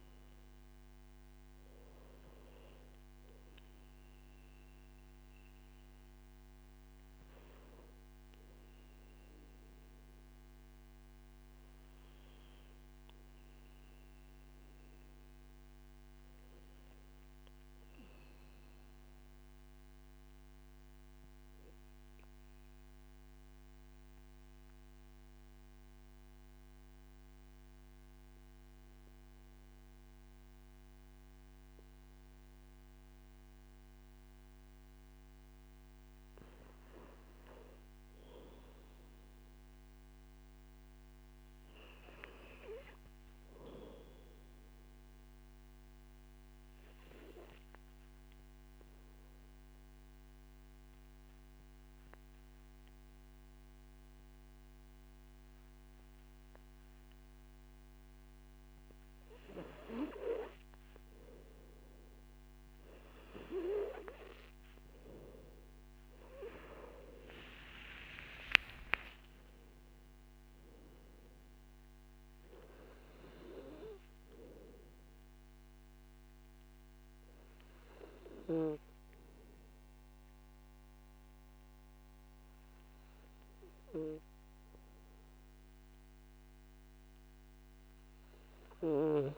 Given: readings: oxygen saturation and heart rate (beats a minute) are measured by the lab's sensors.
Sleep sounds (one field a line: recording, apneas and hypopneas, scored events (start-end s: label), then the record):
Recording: breathing in sleep by a microphone on the trachea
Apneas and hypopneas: 3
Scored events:
3.00-15.00 s: hypopnea (oxygen 98% before, 92% lowest, heart rate 58 before, 46 extreme, up 11 after)
16.50-19.00 s: arousal
23.00-36.00 s: central apnea (oxygen 97% before, 92% lowest, heart rate 57 before, 46 extreme, up 7 after)
39.50-42.00 s: arousal
46.00-60.00 s: obstructive apnea (oxygen 99% before, 92% lowest, heart rate 50 before, 45 extreme, up 5 after)
67.50-71.50 s: arousal
69.00-84.00 s: oxygen desaturation (device-marked, oxygen 96% before, 92% lowest, heart rate 52 before, 45 extreme)
From the record:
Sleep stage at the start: N2 (light sleep)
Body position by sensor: on the back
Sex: male